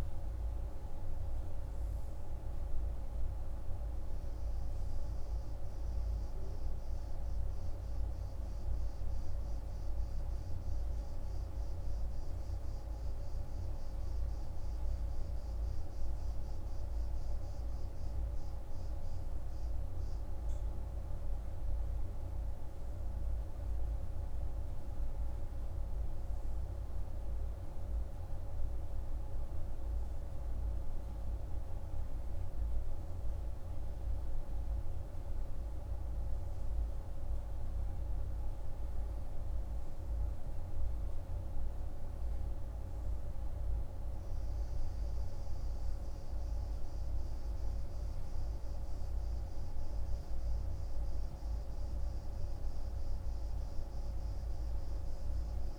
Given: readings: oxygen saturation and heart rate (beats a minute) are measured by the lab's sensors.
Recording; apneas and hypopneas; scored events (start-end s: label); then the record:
breathing in sleep, hard to hear, by a room microphone; none
none scored
From the record:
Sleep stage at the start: N3 (deep sleep); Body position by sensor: on the right side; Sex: male